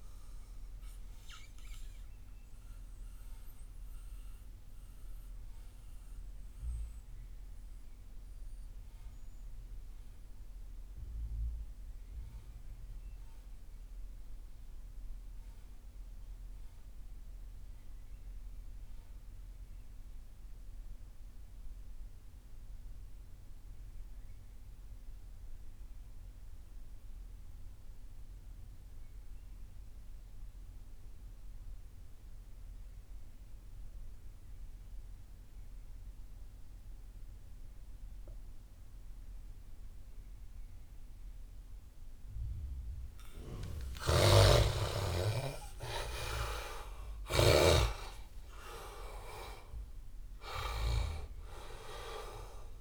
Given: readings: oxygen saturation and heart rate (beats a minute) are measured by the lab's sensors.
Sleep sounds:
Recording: breathing in sleep by a room microphone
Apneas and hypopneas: 1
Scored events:
0.00-17.00 s: oxygen desaturation (device-marked, oxygen 71% lowest)
2.00-42.50 s: mixed apnea (oxygen 95% before, 68% lowest)
33.00-52.81 s: oxygen desaturation (device-marked, oxygen 96% before, 68% lowest)
43.50-47.50 s: snoring (device-marked)
43.50-48.00 s: arousal
From the record:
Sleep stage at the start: REM sleep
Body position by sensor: on the back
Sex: male

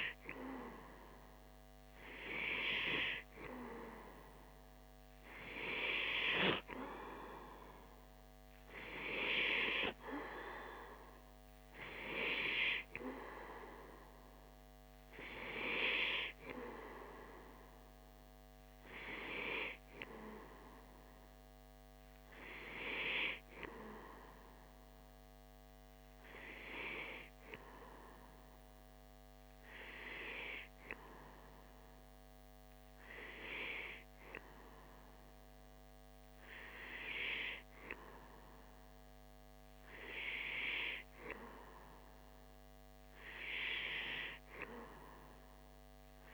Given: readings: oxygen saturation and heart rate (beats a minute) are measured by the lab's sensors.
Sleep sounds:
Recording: breathing in sleep by a microphone on the trachea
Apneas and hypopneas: none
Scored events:
none scored
From the record:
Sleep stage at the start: N2 (light sleep)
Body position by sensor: on the back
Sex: male

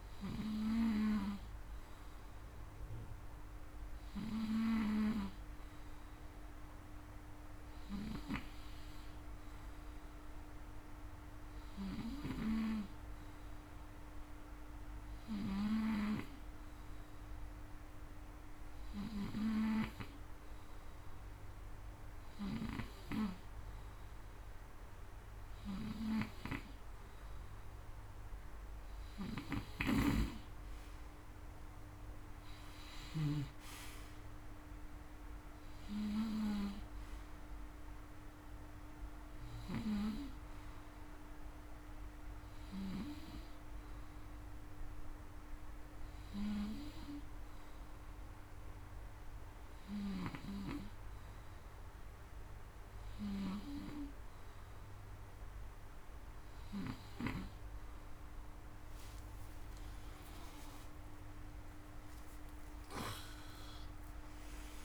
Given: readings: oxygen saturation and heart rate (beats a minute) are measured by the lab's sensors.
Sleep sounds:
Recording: breathing in sleep by a room microphone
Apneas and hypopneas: none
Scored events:
7.50-12.00 s: snoring (device-marked)
25.00-33.00 s: snoring (device-marked)
59.00-63.50 s: arousal
From the record:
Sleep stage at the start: N2 (light sleep)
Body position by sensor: on the front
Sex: male

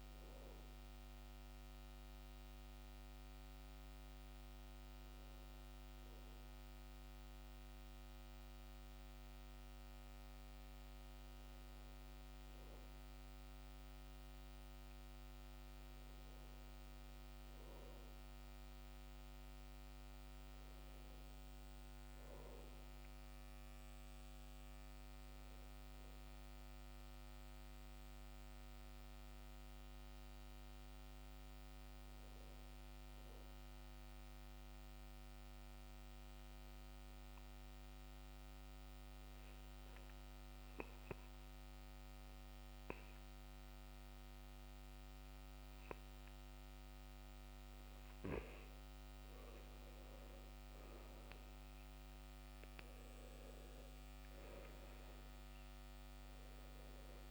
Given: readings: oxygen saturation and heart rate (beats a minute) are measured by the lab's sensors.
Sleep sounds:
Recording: breathing in sleep, hard to hear, by a microphone on the trachea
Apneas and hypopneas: 1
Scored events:
36.00-48.50 s: obstructive apnea (oxygen 96% before, 90% lowest, heart rate 70 before, 67 extreme, up 10 after)
50.00-53.50 s: arousal
55.00-57.31 s: oxygen desaturation (device-marked, oxygen 95% before, 90% lowest, heart rate 70 before, 64 extreme)
From the record:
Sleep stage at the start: N2 (light sleep)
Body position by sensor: on the back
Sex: male

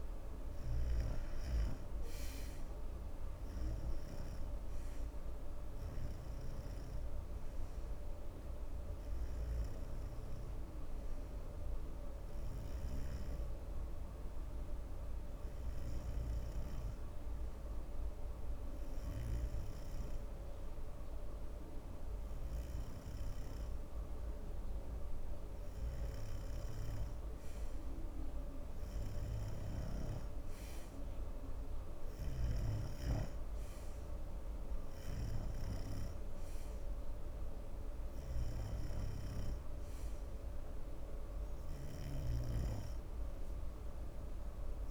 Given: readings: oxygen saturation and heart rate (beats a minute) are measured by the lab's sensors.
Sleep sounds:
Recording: breathing in sleep, hard to hear, by a room microphone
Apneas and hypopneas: 1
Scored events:
0.00-2.00 s: snoring (device-marked)
12.50-26.00 s: hypopnea (oxygen 96% before, 90% lowest, heart rate 73 before, 69 extreme, up 2 after)
13.50-17.00 s: snoring (device-marked)
27.50-31.00 s: arousal
From the record:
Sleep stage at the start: N2 (light sleep)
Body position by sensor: on the right side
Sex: male

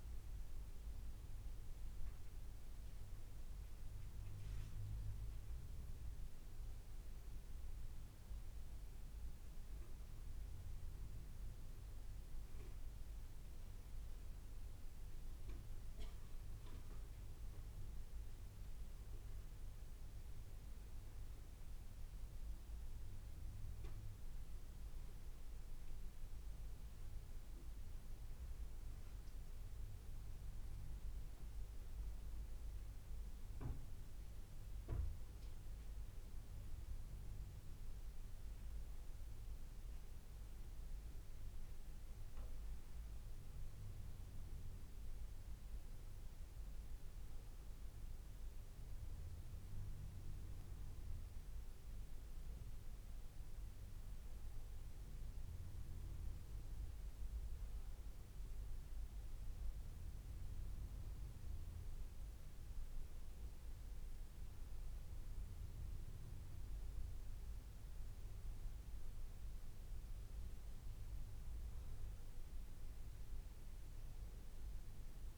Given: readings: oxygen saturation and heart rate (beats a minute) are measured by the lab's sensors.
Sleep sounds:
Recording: breathing in sleep, hard to hear, by a room microphone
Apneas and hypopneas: none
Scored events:
none scored
From the record:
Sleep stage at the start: N2 (light sleep)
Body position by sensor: on the back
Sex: male

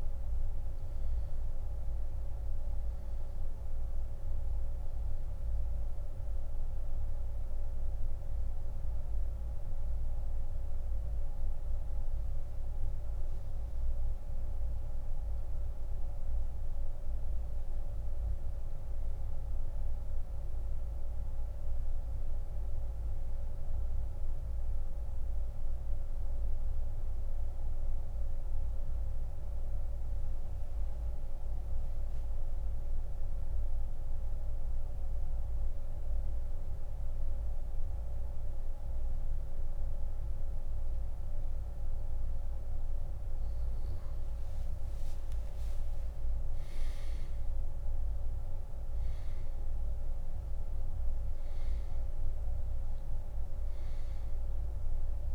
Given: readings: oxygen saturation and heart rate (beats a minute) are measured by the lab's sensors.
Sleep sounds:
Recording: breathing in sleep, hard to hear, by a room microphone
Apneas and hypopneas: 1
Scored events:
0.00-36.00 s: oxygen desaturation (device-marked, oxygen 89% lowest)
11.00-40.00 s: mixed apnea (oxygen 97% before, 89% lowest)
42.50-45.50 s: arousal
From the record:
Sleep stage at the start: N2 (light sleep)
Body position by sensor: on the back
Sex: male

